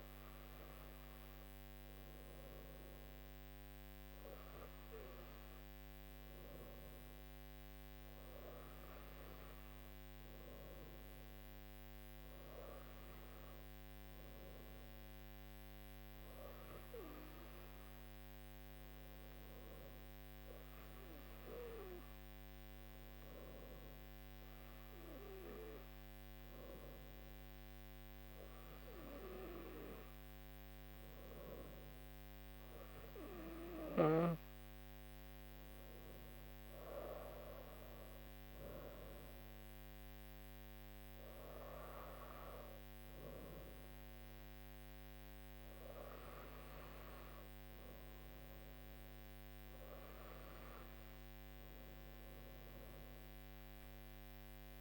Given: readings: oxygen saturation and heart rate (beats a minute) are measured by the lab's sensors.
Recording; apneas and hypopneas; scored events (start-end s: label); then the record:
breathing in sleep by a microphone on the trachea; none
none scored
From the record:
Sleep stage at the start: N2 (light sleep); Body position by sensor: on the right side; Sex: female